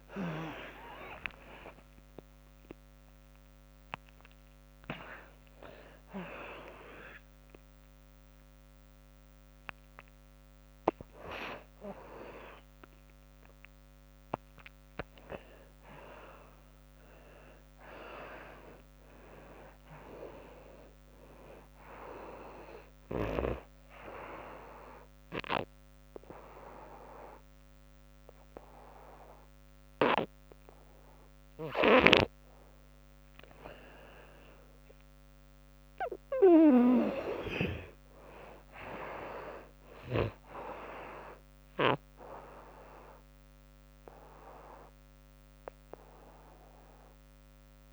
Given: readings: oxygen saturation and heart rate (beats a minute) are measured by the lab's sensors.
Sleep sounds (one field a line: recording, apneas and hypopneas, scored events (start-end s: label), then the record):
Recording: a person awake in a sleep study, by a microphone on the trachea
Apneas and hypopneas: none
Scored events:
0.00-6.50 s: oxygen desaturation (device-marked, oxygen 79% lowest, heart rate 69 extreme)
22.50-35.50 s: oxygen desaturation (device-marked, oxygen 97% before, 88% lowest)
From the record:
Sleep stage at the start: awake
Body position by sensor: on the right side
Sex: female